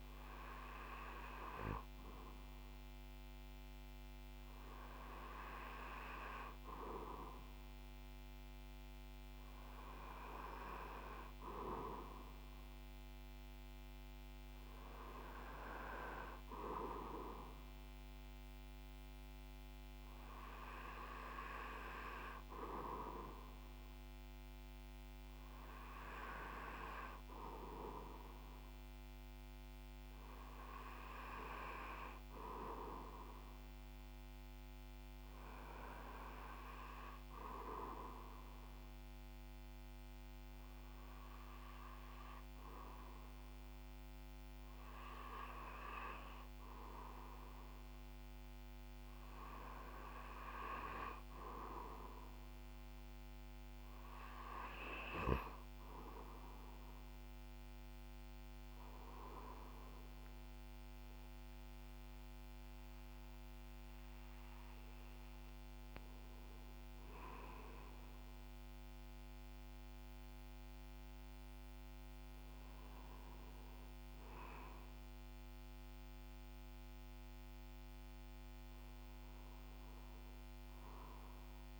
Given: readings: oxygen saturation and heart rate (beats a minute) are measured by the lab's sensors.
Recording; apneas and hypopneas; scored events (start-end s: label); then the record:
breathing in sleep by a microphone on the trachea; 1
37.50-48.00 s: hypopnea (oxygen 97% before, 95% lowest, heart rate 65 before, 58 extreme, up 4 after)
50.00-52.50 s: arousal
From the record:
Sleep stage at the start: REM sleep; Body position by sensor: on the back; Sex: male